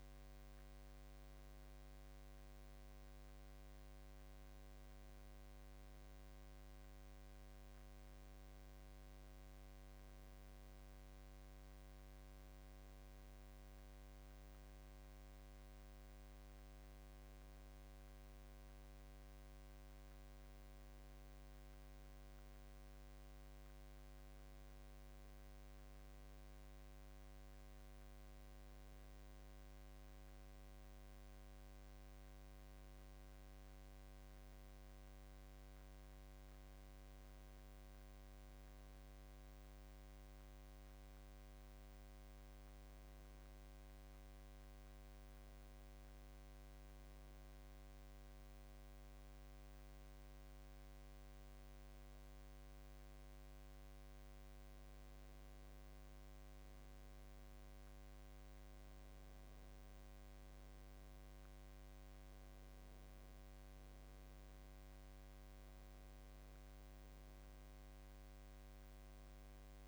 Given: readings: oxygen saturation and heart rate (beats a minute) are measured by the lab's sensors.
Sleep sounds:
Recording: breathing in sleep, hard to hear, by a microphone on the trachea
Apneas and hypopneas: none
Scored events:
56.00-61.00 s: arousal
From the record:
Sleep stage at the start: N1 (lightest sleep)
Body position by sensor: on the back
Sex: male

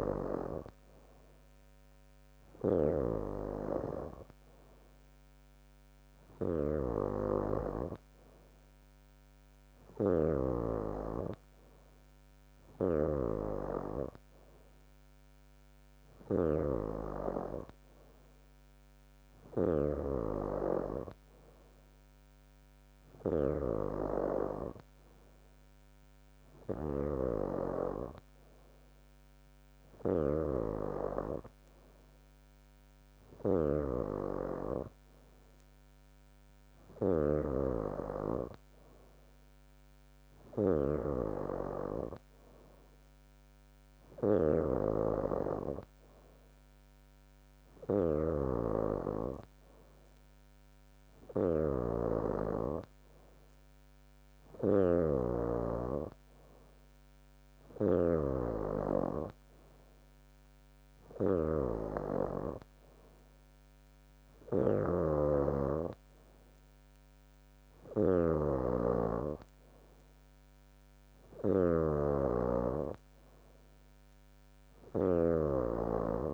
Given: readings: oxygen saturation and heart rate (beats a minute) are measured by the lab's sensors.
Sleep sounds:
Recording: breathing in sleep by a microphone on the trachea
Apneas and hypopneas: none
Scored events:
0.00-23.50 s: snoring (device-marked)
5.50-7.50 s: long interval between heartbeats (device-marked, heart rate 76 before, 79 extreme)
30.00-76.34 s: snoring (device-marked)
33.50-35.50 s: long interval between heartbeats (device-marked, heart rate 70 before, 78 extreme)
57.50-59.50 s: long interval between heartbeats (device-marked, heart rate 71 before, 99 extreme)
61.00-63.00 s: long interval between heartbeats (device-marked, heart rate 77 before, 129 extreme)
From the record:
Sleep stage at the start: N3 (deep sleep)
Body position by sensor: on the back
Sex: female

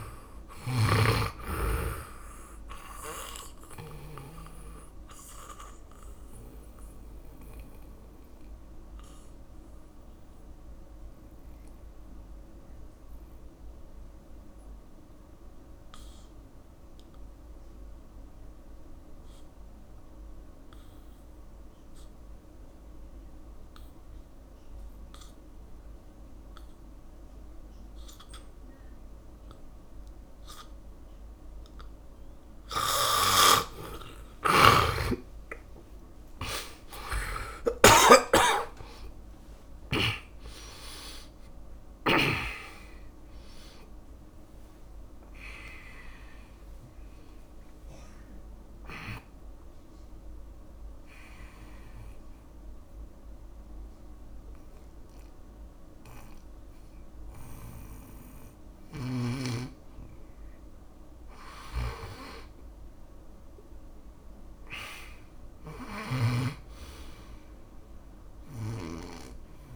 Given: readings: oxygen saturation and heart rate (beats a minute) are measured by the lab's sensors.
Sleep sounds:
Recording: breathing in sleep by a room microphone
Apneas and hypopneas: 2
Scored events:
0.00-1.50 s: snoring (device-marked)
0.00-20.50 s: oxygen desaturation (device-marked, oxygen 76% lowest, heart rate 48 extreme)
5.00-32.00 s: mixed apnea (oxygen 100% before, 76% lowest, heart rate 56 before, 48 extreme, up 6 after)
33.50-43.00 s: snoring (device-marked)
36.50-42.00 s: arousal
40.50-69.50 s: oxygen desaturation (device-marked, oxygen 100% before, 76% lowest, heart rate 52 before, 64 extreme)
51.00-61.50 s: mixed apnea (oxygen 100% before, 76% lowest, heart rate 65 before, 64 extreme, up 0 after)
62.50-66.00 s: arousal
From the record:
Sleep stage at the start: N2 (light sleep)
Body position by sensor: on the back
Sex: male

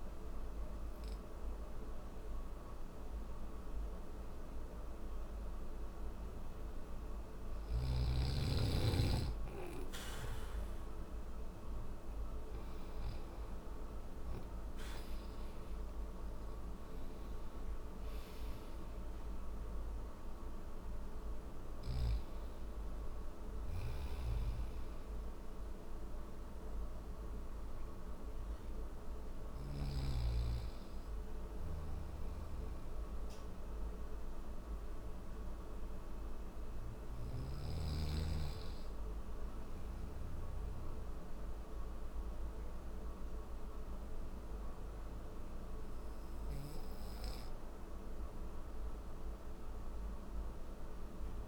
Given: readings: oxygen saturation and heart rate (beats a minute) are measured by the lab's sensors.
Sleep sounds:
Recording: breathing in sleep, hard to hear, by a room microphone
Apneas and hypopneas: none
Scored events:
23.00-29.00 s: snoring (device-marked)
From the record:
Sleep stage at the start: N3 (deep sleep)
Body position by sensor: on the back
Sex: male

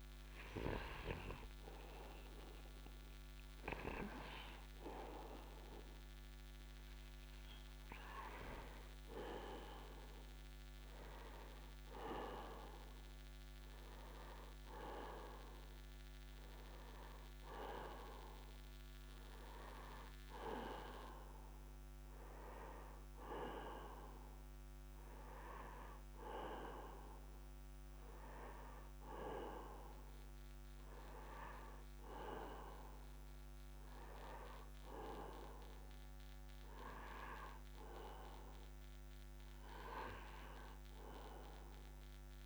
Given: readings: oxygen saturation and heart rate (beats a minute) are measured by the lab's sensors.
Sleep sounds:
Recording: breathing in sleep by a microphone on the trachea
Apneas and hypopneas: none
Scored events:
2.00-6.50 s: arousal
5.00-42.46 s: new sleep stage, N2 (light sleep)
10.00-29.00 s: oxygen desaturation (device-marked, oxygen 96% before, 93% lowest, heart rate 70 before, 67 extreme)
35.50-39.00 s: arousal
From the record:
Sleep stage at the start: N1 (lightest sleep)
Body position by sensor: upright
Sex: male

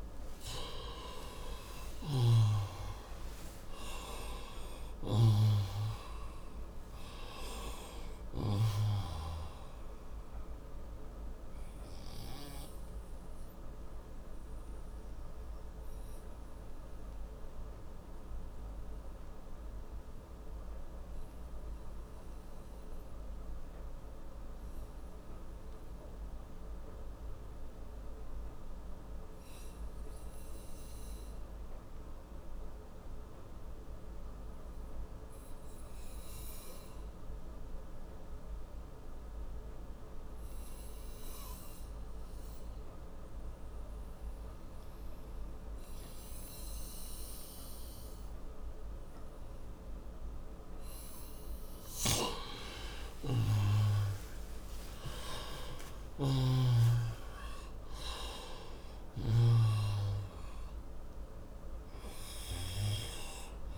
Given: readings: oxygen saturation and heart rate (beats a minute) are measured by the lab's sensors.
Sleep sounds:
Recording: breathing in sleep by a room microphone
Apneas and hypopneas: 1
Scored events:
0.00-6.00 s: arousal
11.00-31.00 s: oxygen desaturation (device-marked, oxygen 95% before, 88% lowest, heart rate 96 before, 70 extreme)
16.00-45.50 s: obstructive apnea (oxygen 98% before, 88% lowest, heart rate 106 before, 59 extreme, up 26 after)
52.00-57.00 s: arousal
From the record:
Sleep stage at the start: N2 (light sleep)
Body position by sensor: on the right side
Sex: male

